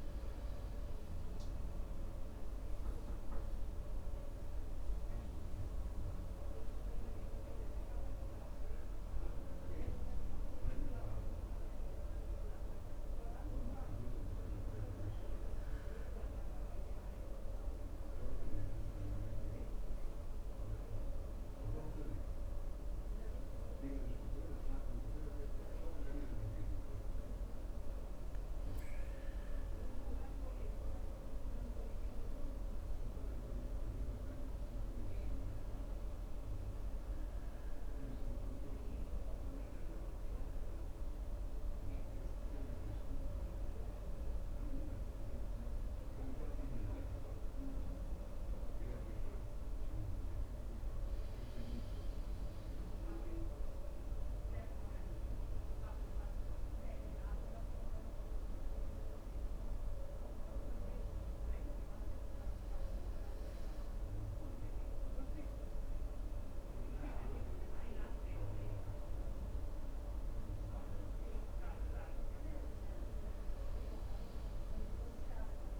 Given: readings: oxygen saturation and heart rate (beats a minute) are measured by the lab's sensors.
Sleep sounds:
breathing in sleep, hard to hear, by a room microphone; 1
36.50-51.50 s: mixed apnea (oxygen 98% before, 93% lowest, heart rate 67 before, 66 extreme, up 2 after)
53.00-57.00 s: arousal
From the record:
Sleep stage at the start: N2 (light sleep); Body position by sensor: on the right side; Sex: male

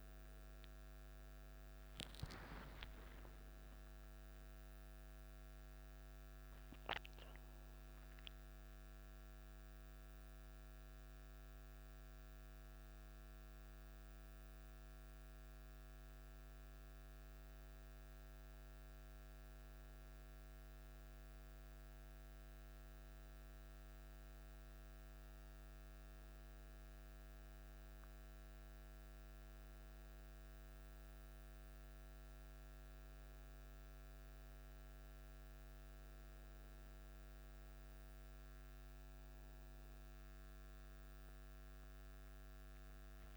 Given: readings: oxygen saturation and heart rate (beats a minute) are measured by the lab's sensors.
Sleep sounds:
breathing in sleep, hard to hear, by a microphone on the trachea; none
3.00-8.00 s: arousal
42.00-43.37 s: arousal
From the record:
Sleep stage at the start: N1 (lightest sleep); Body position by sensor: on the back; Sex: male

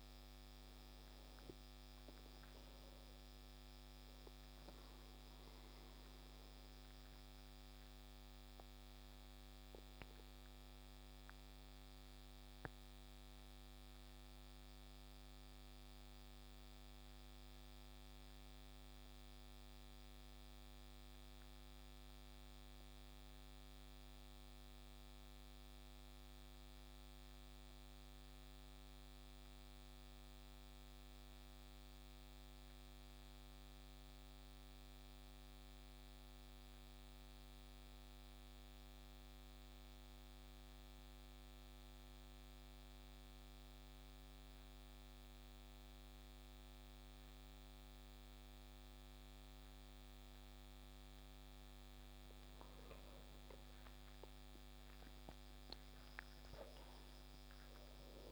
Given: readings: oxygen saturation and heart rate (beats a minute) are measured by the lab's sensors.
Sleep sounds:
breathing in sleep, hard to hear, by a microphone on the trachea; 1
0.00-26.00 s: oxygen desaturation (device-marked, oxygen 85% lowest, heart rate 34 extreme)
4.00-51.50 s: obstructive apnea (oxygen 96% before, 85% lowest, heart rate 46 before, 29 extreme, up 15 after)
43.00-58.32 s: oxygen desaturation (device-marked, oxygen 97% before, 88% lowest, heart rate 41 before, 29 extreme)
53.50-58.00 s: arousal
From the record:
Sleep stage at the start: N2 (light sleep); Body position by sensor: on the back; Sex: male

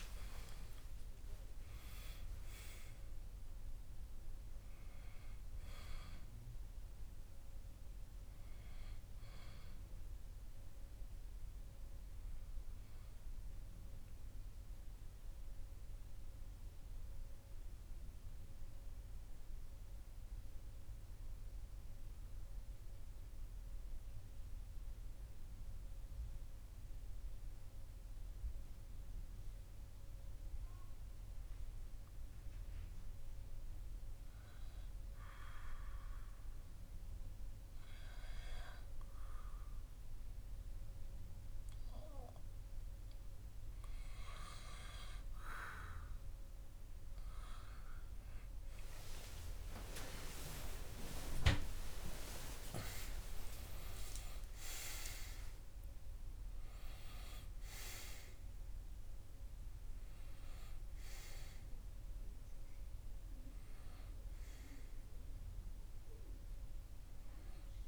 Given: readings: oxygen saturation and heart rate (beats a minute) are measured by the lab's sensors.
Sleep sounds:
breathing in sleep by a room microphone; 1
13.50-42.00 s: obstructive apnea (oxygen 98% before, 94% lowest, heart rate 37 before, 28 extreme, up 13 after)
38.50-54.50 s: oxygen desaturation (device-marked, oxygen 98% before, 94% lowest)
48.00-53.50 s: arousal
57.50-67.88 s: new sleep stage, REM sleep
From the record:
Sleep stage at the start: N2 (light sleep); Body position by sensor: on the back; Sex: male

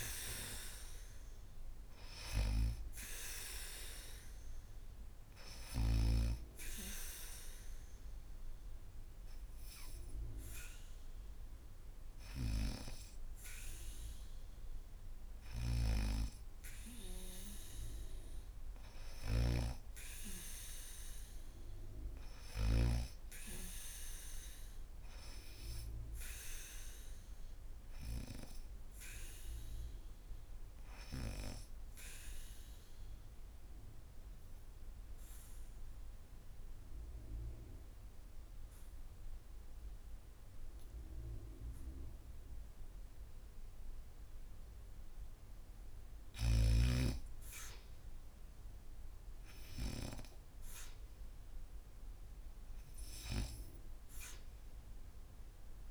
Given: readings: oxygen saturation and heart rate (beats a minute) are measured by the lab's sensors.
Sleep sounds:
breathing in sleep by a room microphone; 2
0.00-1.00 s: arousal
0.00-16.50 s: oxygen desaturation (device-marked, oxygen 89% lowest, heart rate 75 extreme)
5.50-16.00 s: hypopnea (oxygen 95% before, 86% lowest, heart rate 79 before, 75 extreme, up 0 after)
15.00-22.50 s: snoring (device-marked)
22.00-25.50 s: arousal
31.00-44.50 s: obstructive apnea (oxygen 99% before, 86% lowest, heart rate 77 before, 69 extreme)
46.50-49.50 s: arousal
From the record:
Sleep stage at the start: N2 (light sleep); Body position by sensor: on the back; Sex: female

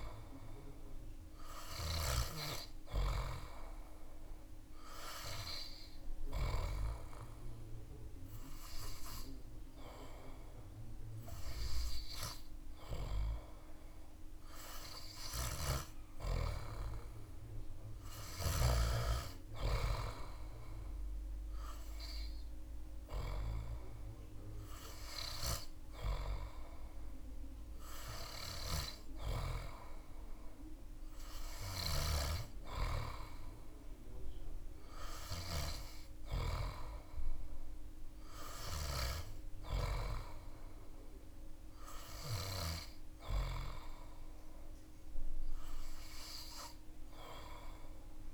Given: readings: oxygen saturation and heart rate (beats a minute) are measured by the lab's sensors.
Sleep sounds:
breathing in sleep by a room microphone; none
none scored
From the record:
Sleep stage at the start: N3 (deep sleep); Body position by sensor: on the back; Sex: male

